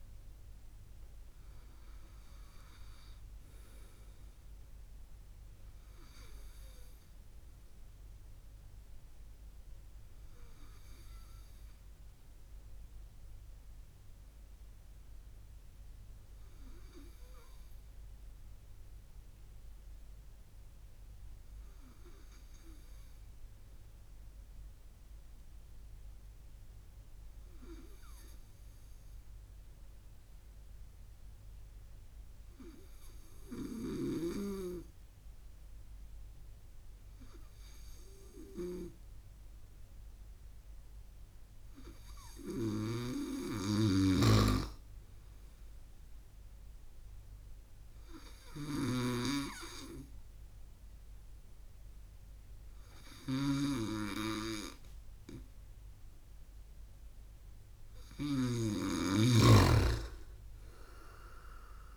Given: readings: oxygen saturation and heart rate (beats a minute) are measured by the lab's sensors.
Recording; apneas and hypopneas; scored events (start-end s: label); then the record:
breathing in sleep by a room microphone; 1
14.00-41.50 s: hypopnea (oxygen 98% before, 95% lowest, heart rate 57 before, 60 extreme, up 3 after)
42.50-61.97 s: snoring (device-marked)
45.00-48.00 s: arousal
From the record:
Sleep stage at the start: N2 (light sleep); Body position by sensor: on the right side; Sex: male